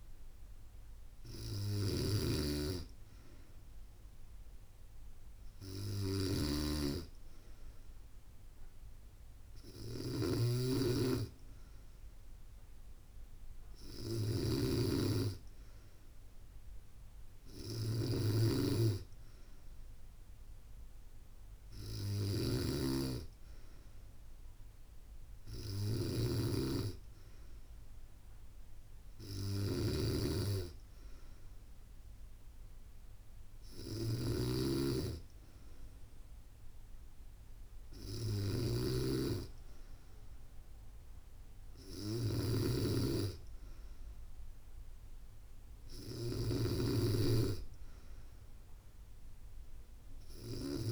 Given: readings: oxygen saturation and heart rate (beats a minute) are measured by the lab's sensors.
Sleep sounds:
breathing in sleep by a room microphone; none
0.00-50.92 s: snoring (device-marked)
From the record:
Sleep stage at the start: N3 (deep sleep); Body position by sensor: on the back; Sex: female

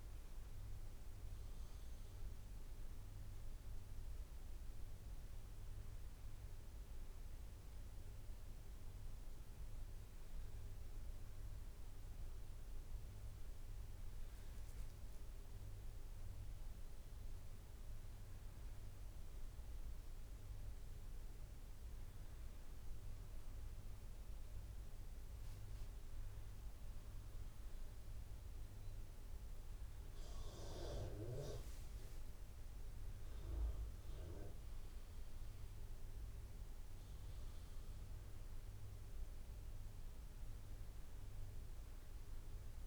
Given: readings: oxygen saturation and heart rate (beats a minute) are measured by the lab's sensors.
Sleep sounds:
breathing in sleep, hard to hear, by a room microphone; none
0.00-9.00 s: drop in pulse transit time (device-marked, heart rate 63 extreme)
From the record:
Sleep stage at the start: N2 (light sleep); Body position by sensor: on the back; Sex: male

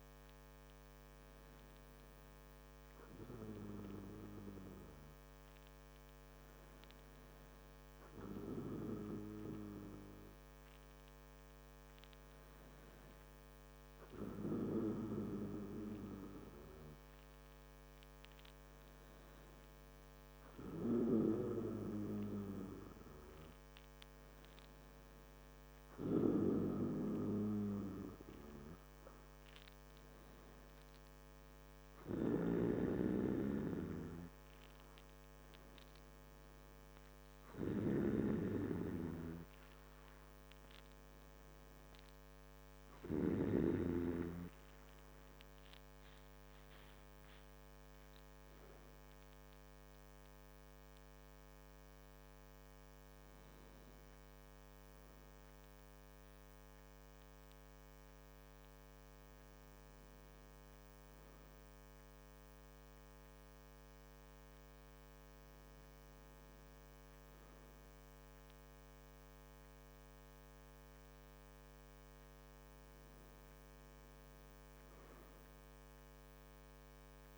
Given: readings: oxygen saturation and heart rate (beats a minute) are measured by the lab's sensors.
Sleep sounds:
breathing in sleep by a microphone on the trachea; none
none scored
From the record:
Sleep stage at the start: N2 (light sleep); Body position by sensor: on the back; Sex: male

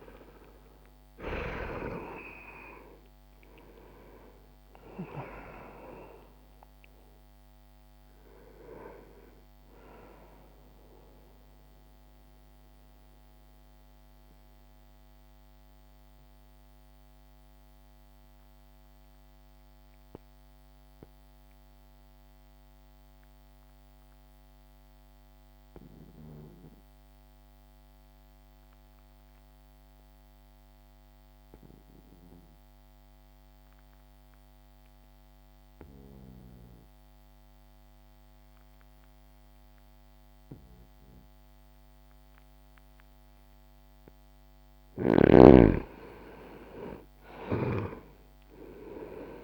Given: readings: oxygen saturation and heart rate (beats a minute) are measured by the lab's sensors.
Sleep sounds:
breathing in sleep by a microphone on the trachea; 1
0.00-1.50 s: arousal
0.00-34.00 s: oxygen desaturation (device-marked, oxygen 84% lowest, heart rate 60 extreme)
12.00-44.00 s: obstructive apnea (oxygen 98% before, 84% lowest, heart rate 62 before, 60 extreme, up 6 after)
42.00-49.44 s: new sleep stage, awake
43.00-49.44 s: oxygen desaturation (device-marked, oxygen 99% before, 86% lowest, heart rate 61 before, 60 extreme)
From the record:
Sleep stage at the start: N2 (light sleep); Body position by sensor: on the back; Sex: male

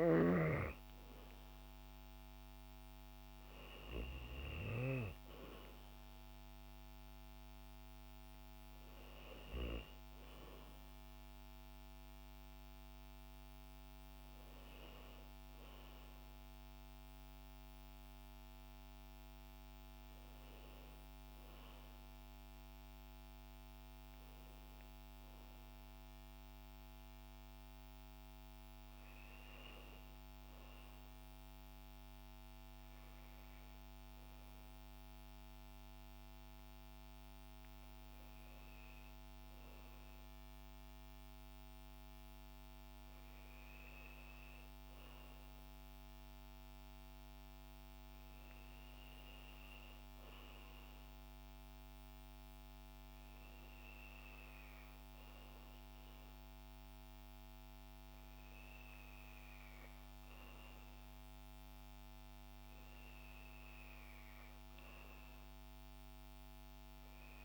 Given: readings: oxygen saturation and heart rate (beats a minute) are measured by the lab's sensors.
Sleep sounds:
breathing in sleep, hard to hear, by a microphone on the trachea; none
0.00-26.50 s: oxygen desaturation (device-marked, oxygen 90% lowest, heart rate 53 extreme)
From the record:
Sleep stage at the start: N2 (light sleep); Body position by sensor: on the back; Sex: female

